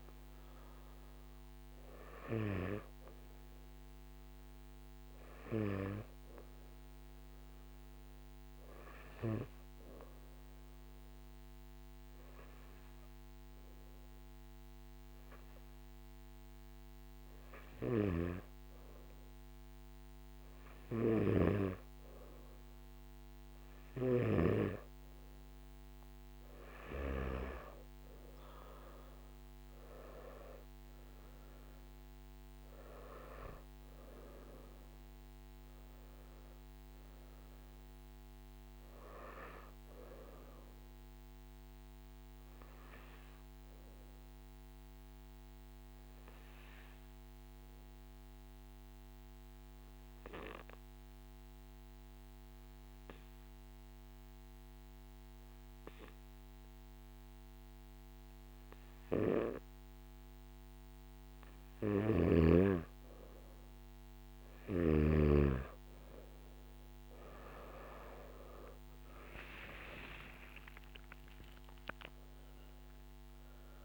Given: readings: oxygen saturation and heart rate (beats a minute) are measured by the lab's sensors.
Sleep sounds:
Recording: breathing in sleep by a microphone on the trachea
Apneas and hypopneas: 2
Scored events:
8.00-21.00 s: hypopnea (oxygen 96% before, 91% lowest, heart rate 55 before, 51 extreme, up 11 after)
27.50-73.85 s: new sleep stage, N1 (lightest sleep)
42.50-61.00 s: obstructive apnea (oxygen 98% before, 91% lowest, heart rate 62 before, 50 extreme, up 13 after)
65.50-73.85 s: oxygen desaturation (device-marked, oxygen 98% before, 91% lowest, heart rate 55 before, 52 extreme)
From the record:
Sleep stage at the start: N2 (light sleep)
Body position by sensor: on the back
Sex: male

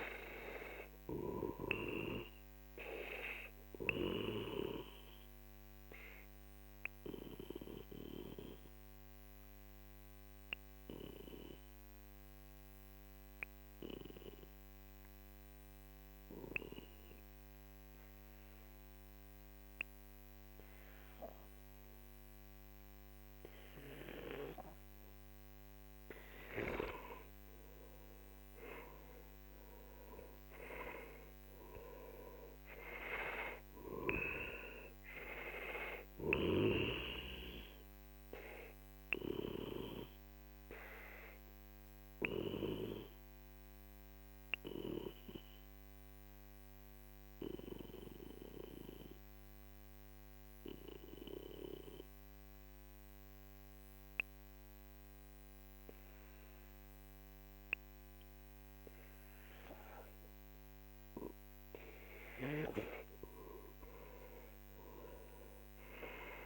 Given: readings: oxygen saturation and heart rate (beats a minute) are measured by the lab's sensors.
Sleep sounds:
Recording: breathing in sleep by a microphone on the trachea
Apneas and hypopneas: 2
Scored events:
0.00-13.50 s: oxygen desaturation (device-marked, oxygen 90% lowest, heart rate 42 extreme)
3.00-25.50 s: obstructive apnea (oxygen 97% before, 90% lowest, heart rate 56 before, 42 extreme, up 13 after)
24.50-50.50 s: oxygen desaturation (device-marked, oxygen 97% before, 90% lowest, heart rate 47 before, 44 extreme)
27.50-32.00 s: arousal
40.50-61.50 s: obstructive apnea (oxygen 97% before, 90% lowest, heart rate 55 before, 43 extreme, up 13 after)
65.00-66.46 s: arousal
From the record:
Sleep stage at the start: N2 (light sleep)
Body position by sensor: on the back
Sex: male

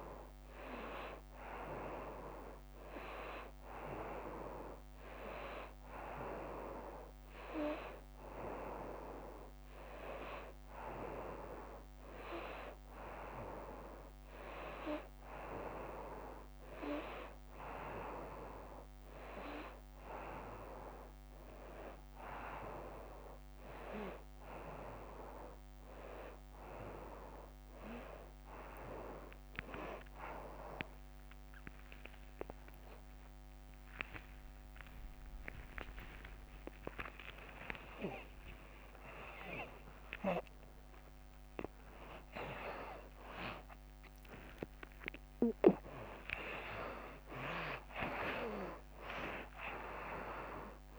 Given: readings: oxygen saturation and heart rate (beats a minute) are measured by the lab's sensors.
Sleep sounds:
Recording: a person partly awake in a sleep study, by a microphone on the trachea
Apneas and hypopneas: none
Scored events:
30.50-50.99 s: new sleep stage, awake
45.50-49.50 s: bradycardia (device-marked, heart rate 96 before, 57 extreme)
From the record:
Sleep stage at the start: N1 (lightest sleep)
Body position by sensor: on the right side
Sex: female

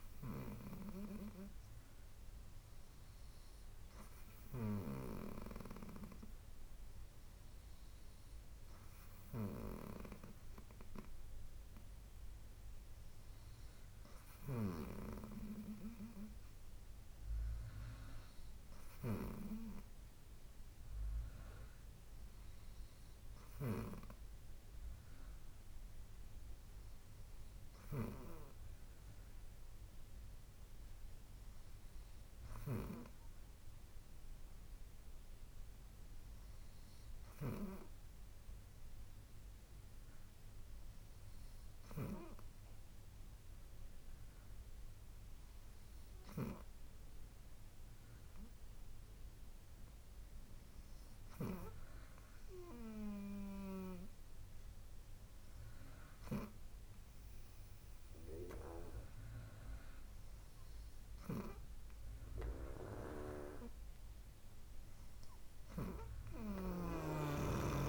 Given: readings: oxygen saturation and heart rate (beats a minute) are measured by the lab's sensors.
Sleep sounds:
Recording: breathing in sleep by a room microphone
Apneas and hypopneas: 1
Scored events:
30.00-60.00 s: hypopnea (oxygen 99% before, 95% lowest, heart rate 68 before, 65 extreme, up 2 after)
60.50-64.50 s: arousal
From the record:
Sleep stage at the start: N2 (light sleep)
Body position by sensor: on the right side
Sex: female

